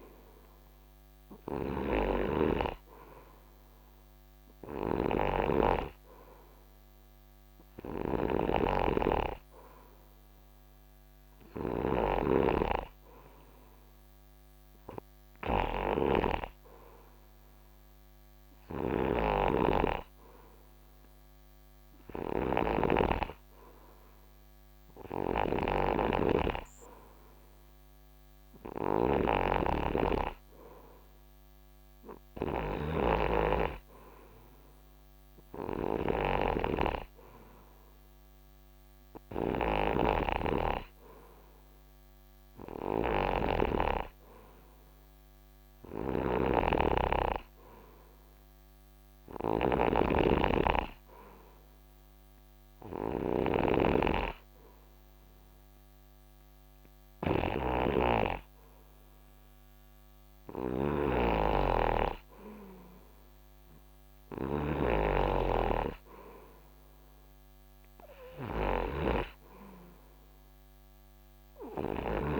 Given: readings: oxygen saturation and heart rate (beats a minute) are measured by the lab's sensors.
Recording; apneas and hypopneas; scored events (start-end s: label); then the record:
breathing in sleep by a microphone on the trachea; none
0.00-72.40 s: snoring (device-marked)
From the record:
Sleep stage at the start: N2 (light sleep); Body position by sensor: on the right side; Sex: male